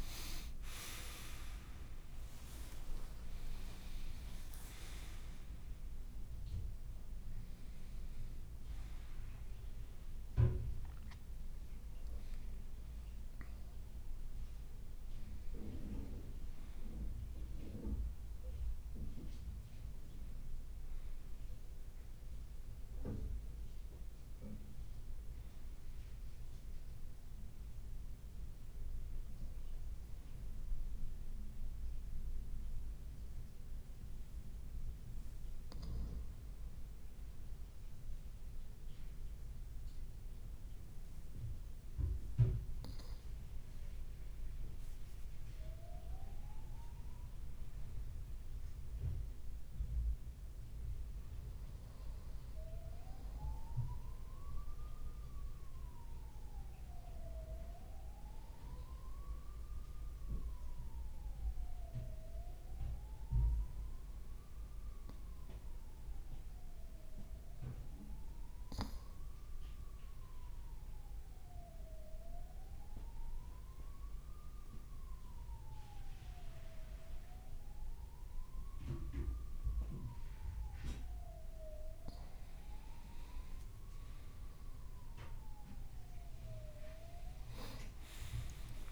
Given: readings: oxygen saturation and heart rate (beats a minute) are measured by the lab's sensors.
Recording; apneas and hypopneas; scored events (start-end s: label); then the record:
breathing in sleep by a room microphone; 2
0.00-7.50 s: oxygen desaturation (device-marked, oxygen 94% lowest, heart rate 56 extreme)
2.00-5.00 s: leg movement (device-marked)
8.00-12.00 s: leg movement (device-marked)
15.50-30.50 s: oxygen desaturation (device-marked, oxygen 96% before, 92% lowest, heart rate 65 before, 53 extreme)
25.50-29.00 s: arousal
31.50-44.00 s: hypopnea (oxygen 98% before, 94% lowest, heart rate 58 before, 53 extreme, up 2 after)
45.50-50.00 s: arousal
59.00-80.50 s: obstructive apnea (oxygen 99% before, 94% lowest, heart rate 54 before, 53 extreme, up 3 after)
82.50-87.00 s: arousal
From the record:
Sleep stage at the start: N2 (light sleep); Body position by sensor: on the right side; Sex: male